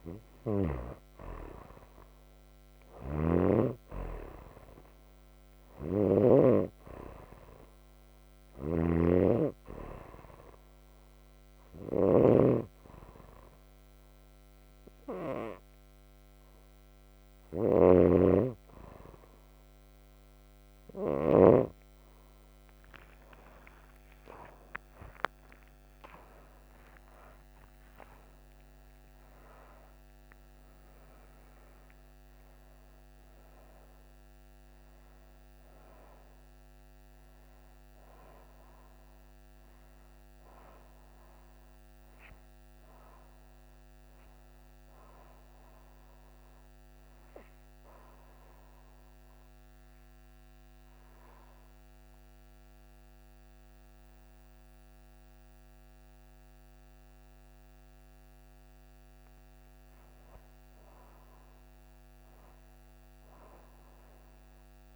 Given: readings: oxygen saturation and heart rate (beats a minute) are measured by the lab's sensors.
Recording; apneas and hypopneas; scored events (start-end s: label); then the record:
breathing in sleep by a microphone on the trachea; 2
2.50-6.00 s: snoring (device-marked)
8.00-21.50 s: snoring (device-marked)
9.00-21.00 s: hypopnea (oxygen 98% before, 95% lowest, heart rate 47 before, 33 extreme)
22.50-27.50 s: arousal
32.50-36.50 s: oxygen desaturation (device-marked, oxygen 98% before, 95% lowest, heart rate 70 before, 61 extreme)
47.50-58.00 s: obstructive apnea (oxygen 98% before, 92% lowest, heart rate 86 before, 61 extreme, up 7 after)
59.50-63.50 s: arousal
From the record:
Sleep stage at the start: N2 (light sleep); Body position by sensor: on the right side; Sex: female